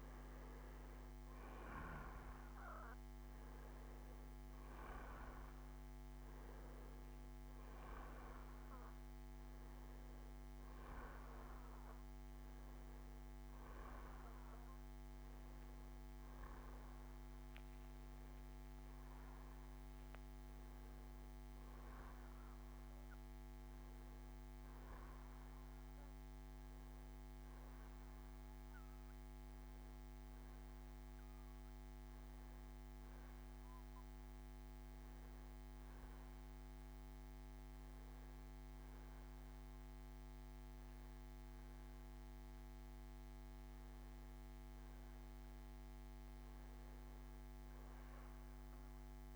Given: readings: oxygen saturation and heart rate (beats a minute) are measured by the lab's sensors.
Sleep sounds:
breathing in sleep, hard to hear, by a microphone on the trachea; 1
0.00-7.50 s: bradycardia (device-marked, heart rate 44 extreme)
0.00-23.50 s: oxygen desaturation (device-marked, oxygen 90% lowest, heart rate 44 extreme)
16.50-25.50 s: bradycardia (device-marked, heart rate 67 before, 48 extreme)
27.50-44.00 s: hypopnea (oxygen 95% before, 91% lowest, heart rate 60 before, 57 extreme, up 12 after)
29.50-34.50 s: bradycardia (device-marked, heart rate 67 before, 59 extreme)
45.50-47.50 s: bradycardia (device-marked, heart rate 67 before, 67 extreme)
46.50-49.36 s: arousal
From the record:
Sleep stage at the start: N2 (light sleep); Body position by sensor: on the back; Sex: male

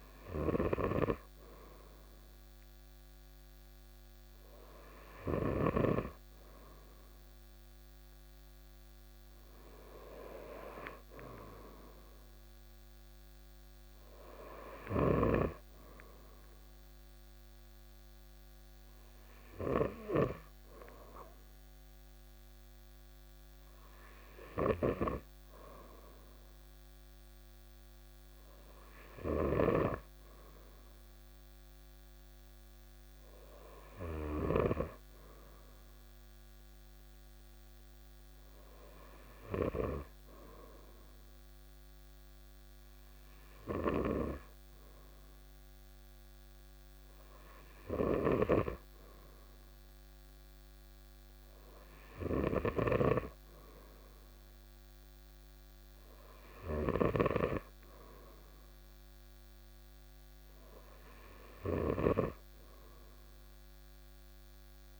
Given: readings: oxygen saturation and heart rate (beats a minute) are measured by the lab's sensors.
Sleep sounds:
breathing in sleep by a microphone on the trachea; none
none scored
From the record:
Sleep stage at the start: N2 (light sleep); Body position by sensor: on the right side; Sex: male

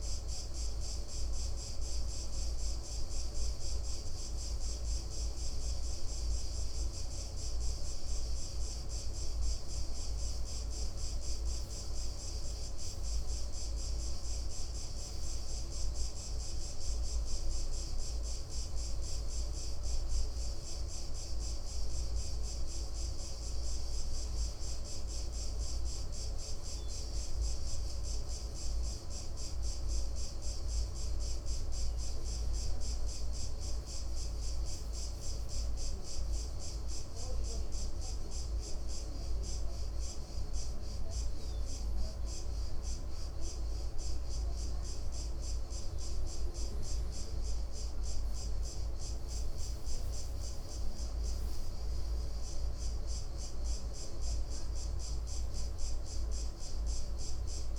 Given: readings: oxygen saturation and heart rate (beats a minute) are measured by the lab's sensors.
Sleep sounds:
breathing in sleep, hard to hear, by a room microphone; 2
0.50-12.50 s: hypopnea (oxygen 97% before, 94% lowest, heart rate 64 before, 59 extreme, up 5 after)
14.00-18.00 s: arousal
38.50-49.00 s: hypopnea (oxygen 97% before, 94% lowest, heart rate 61 before, 58 extreme, up 7 after)
51.00-55.00 s: arousal
From the record:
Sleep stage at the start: N2 (light sleep); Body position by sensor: on the right side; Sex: male

